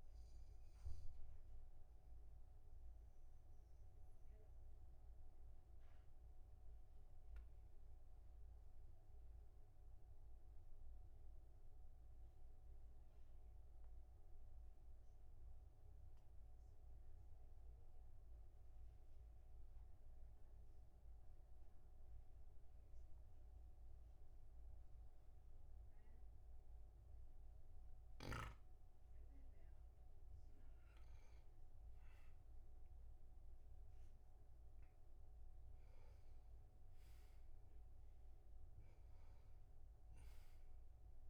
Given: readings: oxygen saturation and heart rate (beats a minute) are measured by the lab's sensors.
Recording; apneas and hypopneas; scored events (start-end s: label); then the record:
breathing in sleep, hard to hear, by a room microphone; 1
0.00-14.00 s: oxygen desaturation (device-marked, oxygen 98% before, 95% lowest, heart rate 48 before, 42 extreme)
0.50-30.00 s: obstructive apnea (oxygen 99% before, 94% lowest, heart rate 48 before, 39 extreme, up 8 after)
32.00-36.00 s: arousal
From the record:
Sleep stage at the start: N2 (light sleep); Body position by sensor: on the back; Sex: male